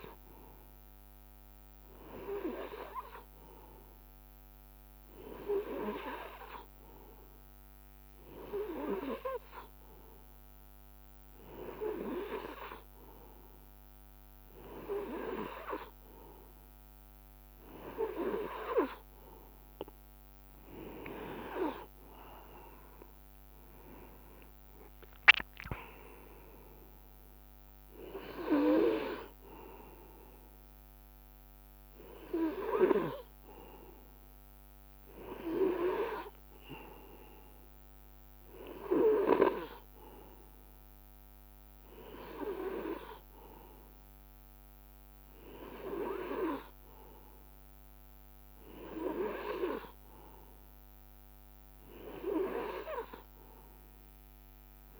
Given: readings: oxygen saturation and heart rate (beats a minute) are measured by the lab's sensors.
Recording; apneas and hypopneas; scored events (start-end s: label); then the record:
breathing in sleep by a microphone on the trachea; none
none scored
From the record:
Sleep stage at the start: N2 (light sleep); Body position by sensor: on the right side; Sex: male